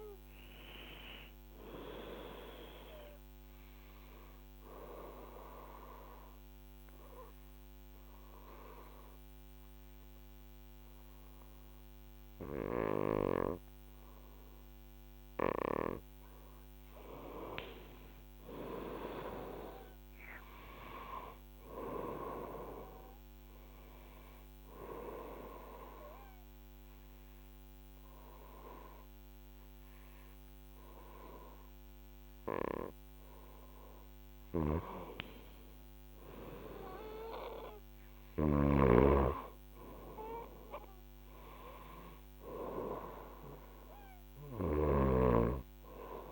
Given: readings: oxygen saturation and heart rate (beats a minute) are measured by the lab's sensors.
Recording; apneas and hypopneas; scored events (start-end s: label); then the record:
breathing in sleep by a microphone on the trachea; 2
0.00-1.00 s: arousal
0.00-12.00 s: oxygen desaturation (device-marked, oxygen 95% before, 92% lowest, heart rate 69 before, 64 extreme)
4.50-14.50 s: obstructive apnea (oxygen 95% before, 91% lowest, heart rate 70 before, 64 extreme, up 6 after)
17.50-20.50 s: arousal
19.00-32.00 s: oxygen desaturation (device-marked, oxygen 96% before, 92% lowest, heart rate 68 before, 64 extreme)
24.00-34.00 s: obstructive apnea (oxygen 96% before, 91% lowest, heart rate 67 before, 64 extreme, up 5 after)
36.50-41.00 s: arousal
44.00-46.32 s: snoring (device-marked)
From the record:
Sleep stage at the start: N2 (light sleep); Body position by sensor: on the right side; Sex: female